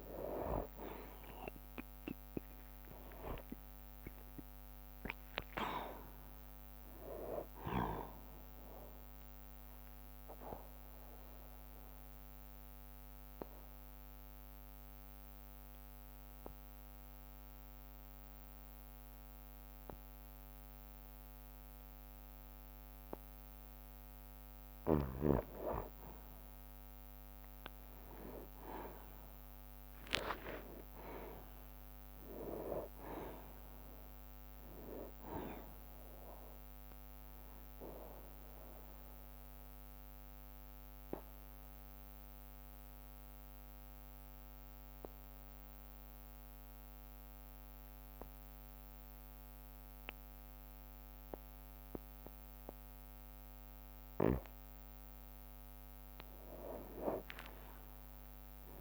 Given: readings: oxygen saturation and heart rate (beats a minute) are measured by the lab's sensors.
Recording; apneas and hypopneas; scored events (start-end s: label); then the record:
breathing in sleep by a microphone on the trachea; 2
0.00-4.00 s: arousal
0.00-11.50 s: drop in pulse transit time (device-marked, heart rate 62 extreme)
0.00-25.50 s: oxygen desaturation (device-marked, oxygen 88% lowest, heart rate 58 extreme)
10.00-23.50 s: obstructive apnea (oxygen 97% before, 88% lowest, heart rate 64 before, 58 extreme, up 5 after)
16.50-23.50 s: bradycardia (device-marked, heart rate 67 before, 58 extreme)
27.50-33.50 s: arousal
30.50-42.50 s: drop in pulse transit time (device-marked, heart rate 62 before, 63 extreme)
31.50-55.50 s: oxygen desaturation (device-marked, oxygen 97% before, 90% lowest, heart rate 61 before, 58 extreme)
38.00-54.50 s: obstructive apnea (oxygen 97% before, 90% lowest, heart rate 62 before, 58 extreme, up 8 after)
42.50-52.50 s: bradycardia (device-marked, heart rate 66 before, 58 extreme)
57.50-58.81 s: arousal
From the record:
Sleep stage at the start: N2 (light sleep); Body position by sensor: on the back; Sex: male